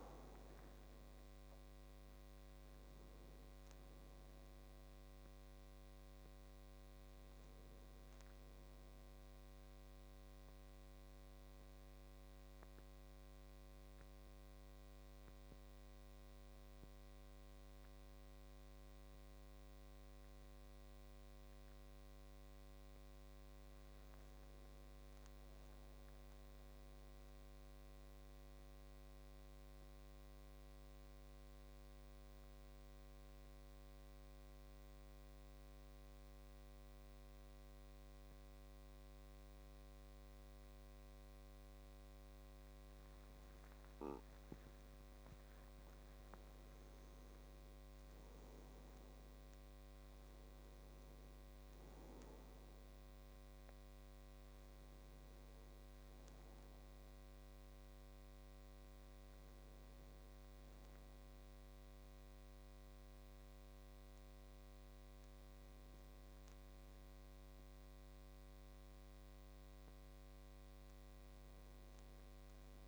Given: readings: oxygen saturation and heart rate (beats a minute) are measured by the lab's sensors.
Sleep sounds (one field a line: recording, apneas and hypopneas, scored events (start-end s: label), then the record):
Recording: breathing in sleep, hard to hear, by a microphone on the trachea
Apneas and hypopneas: 2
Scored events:
0.00-21.50 s: oxygen desaturation (device-marked, oxygen 93% lowest, heart rate 68 extreme)
10.00-22.50 s: central apnea (oxygen 98% before, 93% lowest, heart rate 109 before, 68 extreme, up 46 after)
23.00-26.00 s: arousal
29.50-45.50 s: mixed apnea (oxygen 100% before, 93% lowest, heart rate 89 before, 63 extreme, up 14 after)
45.50-49.50 s: arousal
45.50-72.88 s: new sleep stage, N1 (lightest sleep)
47.50-68.50 s: oxygen desaturation (device-marked, oxygen 98% before, 93% lowest, heart rate 108 before, 63 extreme)
From the record:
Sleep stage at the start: N2 (light sleep)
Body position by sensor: on the back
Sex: male